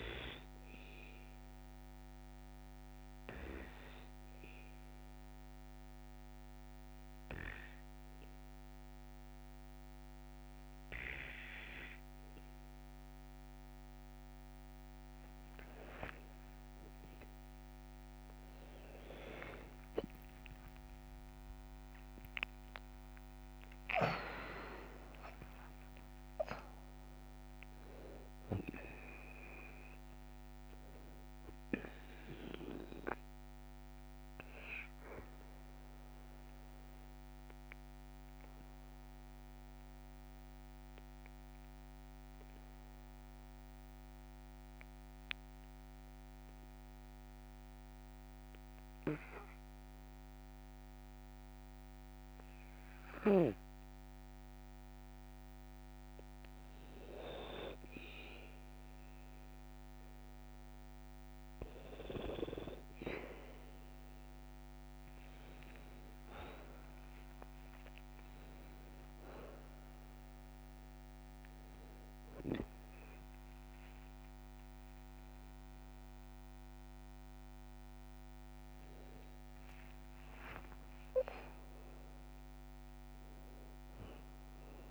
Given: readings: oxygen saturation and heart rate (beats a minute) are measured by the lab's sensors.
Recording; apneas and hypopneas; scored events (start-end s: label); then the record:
breathing in sleep by a microphone on the trachea; 2
4.00-15.00 s: obstructive apnea (oxygen 96% before, 94% lowest, heart rate 55 before, 54 extreme, up 38 after)
15.50-21.50 s: arousal
36.00-54.00 s: mixed apnea (oxygen 97% before, 92% lowest, heart rate 79 before, 54 extreme, up 6 after)
61.00-63.00 s: long interval between heartbeats (device-marked, heart rate 57 before, 60 extreme)
62.00-66.50 s: arousal
64.50-84.91 s: oxygen desaturation (device-marked, oxygen 99% before, 92% lowest, heart rate 57 before, 53 extreme)
80.00-82.00 s: long interval between heartbeats (device-marked, heart rate 61 before, 77 extreme)
From the record:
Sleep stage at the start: N2 (light sleep); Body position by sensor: on the back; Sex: male